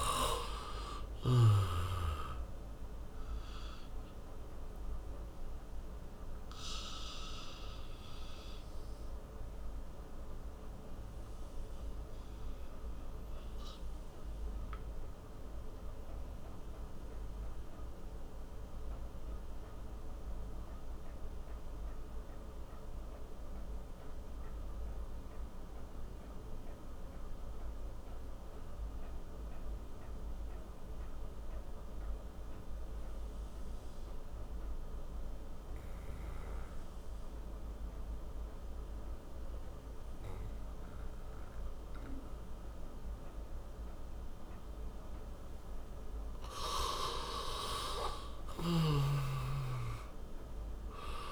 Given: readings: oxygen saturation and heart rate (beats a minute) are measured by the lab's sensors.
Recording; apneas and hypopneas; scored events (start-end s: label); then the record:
breathing in sleep by a room microphone; 1
0.00-1.00 s: arousal
4.50-45.00 s: obstructive apnea (oxygen 98% before, 83% lowest)
16.50-29.50 s: oxygen desaturation (device-marked, oxygen 94% before, 87% lowest, heart rate 45 before, 26 extreme)
47.00-51.00 s: arousal
48.50-51.32 s: snoring (device-marked)
From the record:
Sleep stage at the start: N2 (light sleep); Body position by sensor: on the back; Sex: male